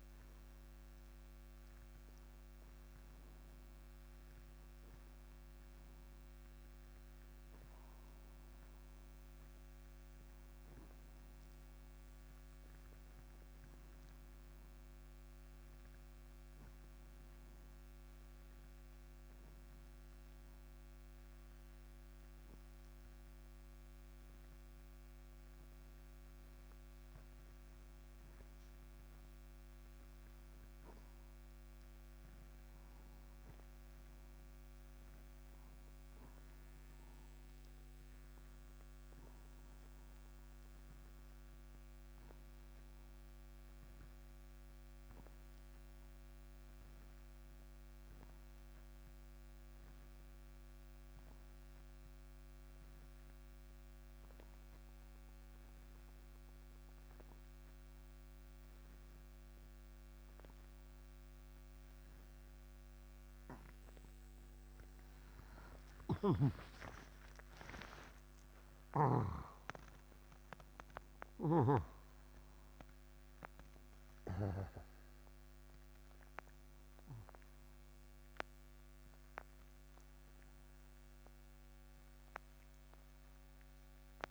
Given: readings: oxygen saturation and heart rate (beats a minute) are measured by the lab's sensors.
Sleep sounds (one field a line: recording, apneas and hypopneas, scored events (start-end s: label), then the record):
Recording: breathing in sleep by a microphone on the trachea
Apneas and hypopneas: 2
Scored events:
0.00-2.00 s: oxygen desaturation (device-marked, oxygen 90% lowest, heart rate 70 extreme)
0.00-4.00 s: arousal
13.00-28.00 s: oxygen desaturation (device-marked, oxygen 97% before, 91% lowest, heart rate 130 before, 44 extreme)
16.00-26.50 s: hypopnea (oxygen 97% before, 80% lowest, heart rate 135 before, 44 extreme, up 18 after)
29.50-35.00 s: arousal
43.00-64.50 s: obstructive apnea (oxygen 96% before, 74% lowest, heart rate 94 before, 87 extreme, up 38 after)
65.00-84.31 s: oxygen desaturation (device-marked, oxygen 93% before, 74% lowest, heart rate 106 before, 69 extreme)
66.00-69.50 s: snoring (device-marked)
67.50-72.50 s: arousal
84.00-84.31 s: new sleep stage, N1 (lightest sleep)
From the record:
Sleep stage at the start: N2 (light sleep)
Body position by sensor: on the right side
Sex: male